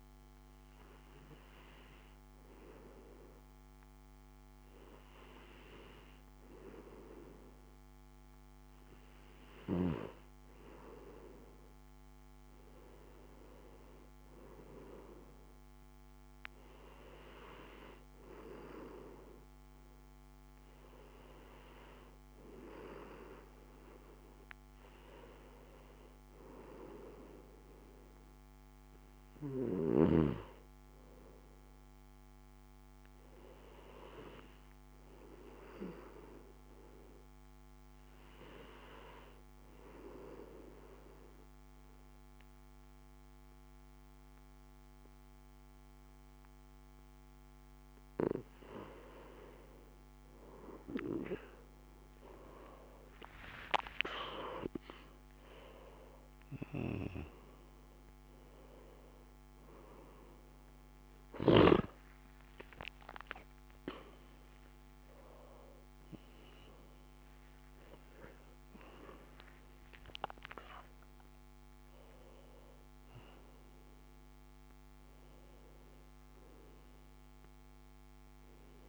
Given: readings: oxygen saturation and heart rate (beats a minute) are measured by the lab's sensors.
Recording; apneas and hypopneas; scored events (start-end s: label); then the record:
breathing in sleep by a microphone on the trachea; 1
27.50-31.50 s: arousal
34.00-49.00 s: hypopnea (oxygen 93% before, 90% lowest, heart rate 61 before, 59 extreme, up 7 after)
51.00-54.50 s: arousal
57.00-78.89 s: new sleep stage, N1 (lightest sleep)
From the record:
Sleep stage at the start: N2 (light sleep); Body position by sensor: on the back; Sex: male